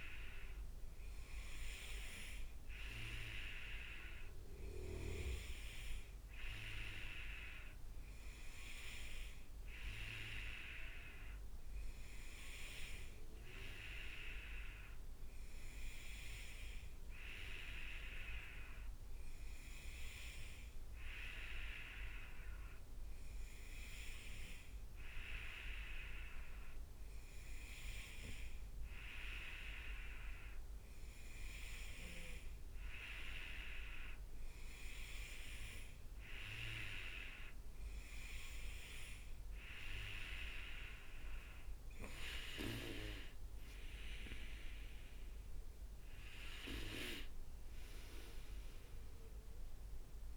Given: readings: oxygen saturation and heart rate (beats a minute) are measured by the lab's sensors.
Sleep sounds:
breathing in sleep by a room microphone; none
none scored
From the record:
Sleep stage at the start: N2 (light sleep); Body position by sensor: on the right side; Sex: male

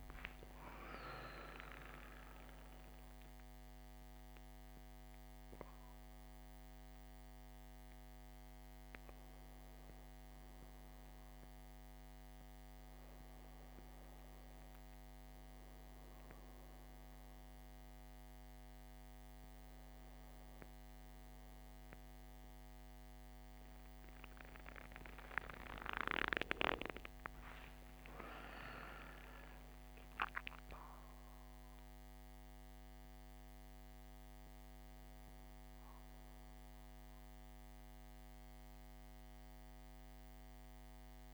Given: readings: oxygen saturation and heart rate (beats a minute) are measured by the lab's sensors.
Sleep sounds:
a person awake in a sleep study, by a microphone on the trachea; none
35.00-41.34 s: new sleep stage, N1 (lightest sleep)
From the record:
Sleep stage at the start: awake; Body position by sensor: on the back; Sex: female

